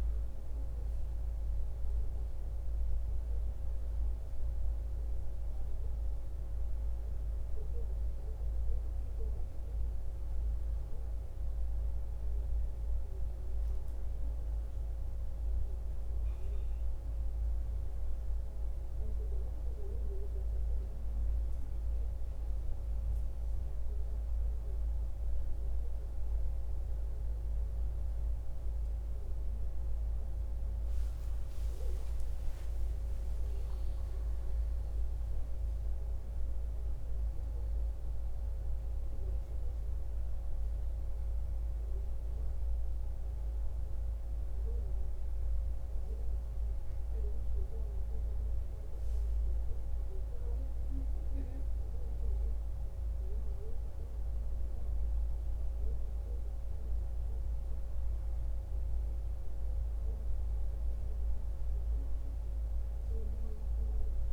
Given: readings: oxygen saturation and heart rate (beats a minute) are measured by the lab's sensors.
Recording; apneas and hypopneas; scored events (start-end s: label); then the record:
breathing in sleep, hard to hear, by a room microphone; none
31.50-35.50 s: arousal
63.50-64.33 s: new sleep stage, awake
From the record:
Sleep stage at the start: N1 (lightest sleep); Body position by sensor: on the back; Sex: male